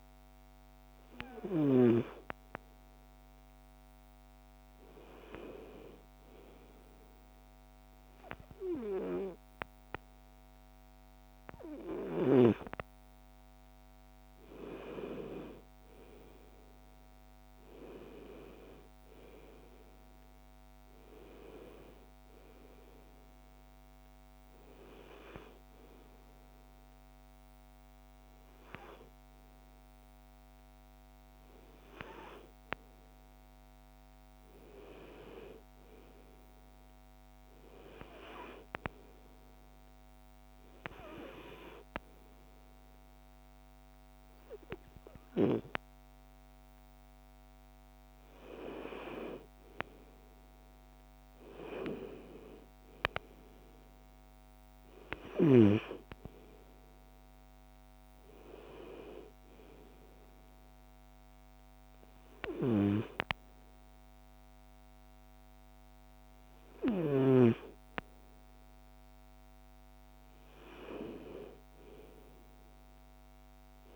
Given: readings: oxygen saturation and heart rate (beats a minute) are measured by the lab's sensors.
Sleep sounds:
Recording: breathing in sleep by a microphone on the trachea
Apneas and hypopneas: 1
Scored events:
27.00-73.96 s: new sleep stage, N2 (light sleep)
37.50-47.50 s: hypopnea (oxygen 96% before, 93% lowest)
49.50-53.50 s: arousal
From the record:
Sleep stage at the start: N1 (lightest sleep)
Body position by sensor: on the back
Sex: female

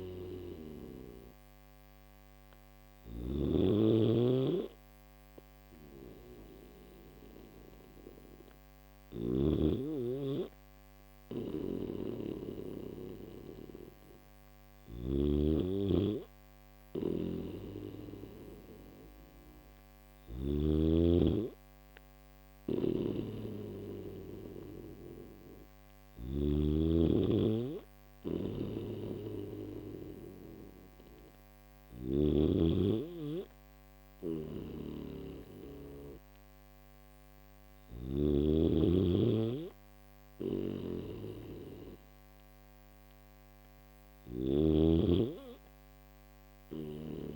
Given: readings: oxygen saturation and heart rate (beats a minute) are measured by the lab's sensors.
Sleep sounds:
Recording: breathing in sleep by a microphone on the trachea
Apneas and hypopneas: none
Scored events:
0.00-14.50 s: snoring (device-marked)
16.50-20.00 s: snoring (device-marked)
22.00-26.00 s: snoring (device-marked)
28.00-32.00 s: snoring (device-marked)
34.00-44.00 s: snoring (device-marked)
46.00-47.36 s: snoring (device-marked)
From the record:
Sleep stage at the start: N3 (deep sleep)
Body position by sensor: on the back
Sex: male

